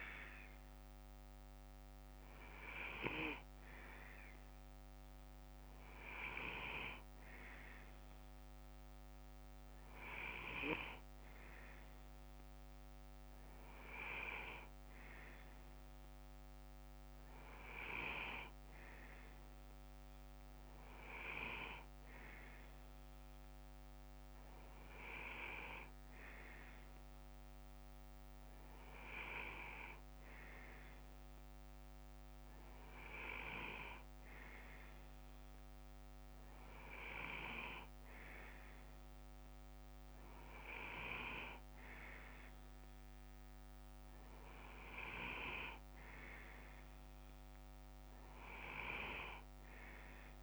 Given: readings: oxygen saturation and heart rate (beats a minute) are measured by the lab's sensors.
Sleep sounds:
breathing in sleep by a microphone on the trachea; none
6.00-12.00 s: bradycardia (device-marked, heart rate 61 before, 59 extreme)
21.00-23.00 s: bradycardia (device-marked, heart rate 61 before, 61 extreme)
29.00-39.00 s: bradycardia (device-marked, heart rate 61 before, 59 extreme)
From the record:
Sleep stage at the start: N2 (light sleep); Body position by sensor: on the left side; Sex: male

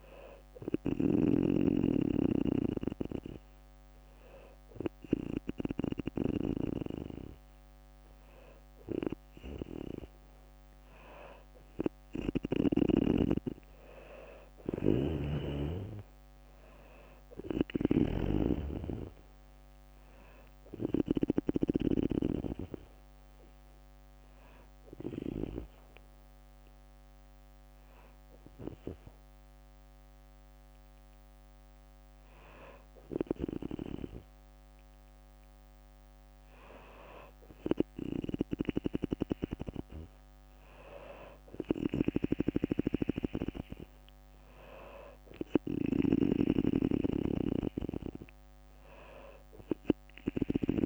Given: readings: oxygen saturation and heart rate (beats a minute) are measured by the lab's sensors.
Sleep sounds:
breathing in sleep by a microphone on the trachea; 1
0.00-6.00 s: snoring (device-marked)
12.00-16.00 s: arousal
12.50-23.50 s: drop in pulse transit time (device-marked, heart rate 61 before, 64 extreme)
17.00-21.00 s: snoring (device-marked)
24.00-36.00 s: hypopnea (oxygen 96% before, 94% lowest, heart rate 64 before, 58 extreme, up 11 after)
24.50-32.50 s: bradycardia (device-marked, heart rate 63 before, 58 extreme)
40.00-42.50 s: arousal
41.00-50.86 s: snoring (device-marked)
From the record:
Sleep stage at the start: N2 (light sleep); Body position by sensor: on the back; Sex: female

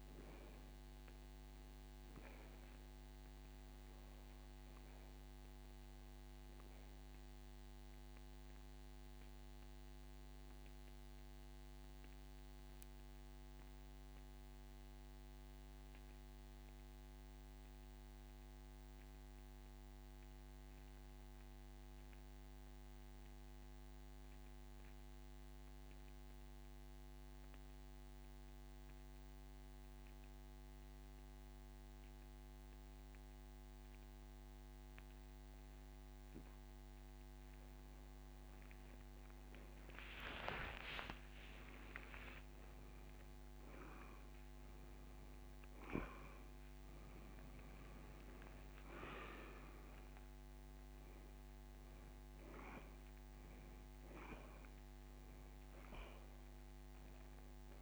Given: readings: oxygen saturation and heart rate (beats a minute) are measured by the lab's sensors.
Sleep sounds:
breathing in sleep by a microphone on the trachea; 1
10.00-38.50 s: mixed apnea (oxygen 97% before, 89% lowest)
10.50-35.50 s: oxygen desaturation (device-marked, oxygen 97% before, 90% lowest)
40.50-43.00 s: arousal
From the record:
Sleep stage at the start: N2 (light sleep); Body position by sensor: on the back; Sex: male

